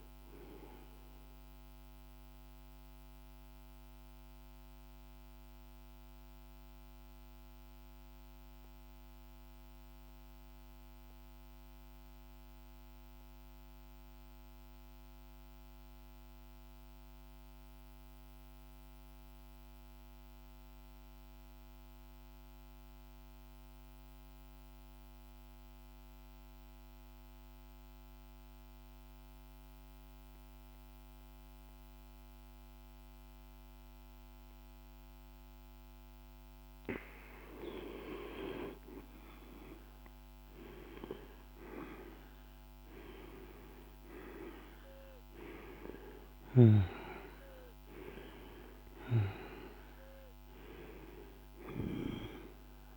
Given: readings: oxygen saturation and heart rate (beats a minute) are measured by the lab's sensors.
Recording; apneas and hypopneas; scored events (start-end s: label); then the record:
breathing in sleep by a microphone on the trachea; 1
0.00-10.50 s: oxygen desaturation (device-marked, oxygen 86% lowest, heart rate 48 extreme)
2.00-36.50 s: mixed apnea (oxygen 97% before, 86% lowest, heart rate 57 before, 47 extreme, up 5 after)
27.50-52.96 s: oxygen desaturation (device-marked, oxygen 100% before, 86% lowest, heart rate 49 before, 47 extreme)
38.50-42.50 s: arousal
From the record:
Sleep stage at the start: N2 (light sleep); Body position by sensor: on the back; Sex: male